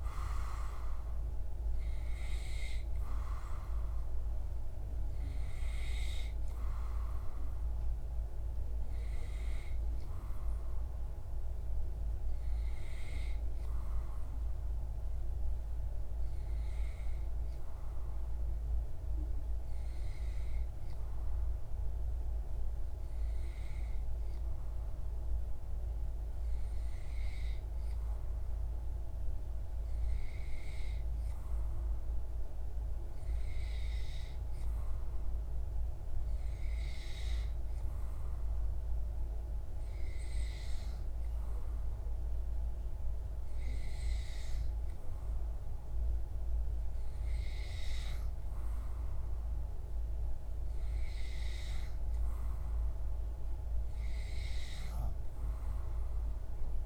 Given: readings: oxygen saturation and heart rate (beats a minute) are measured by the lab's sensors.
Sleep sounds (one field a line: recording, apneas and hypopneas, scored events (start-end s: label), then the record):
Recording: breathing in sleep by a room microphone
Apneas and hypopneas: none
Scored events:
none scored
From the record:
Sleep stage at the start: N2 (light sleep)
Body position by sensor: on the back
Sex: male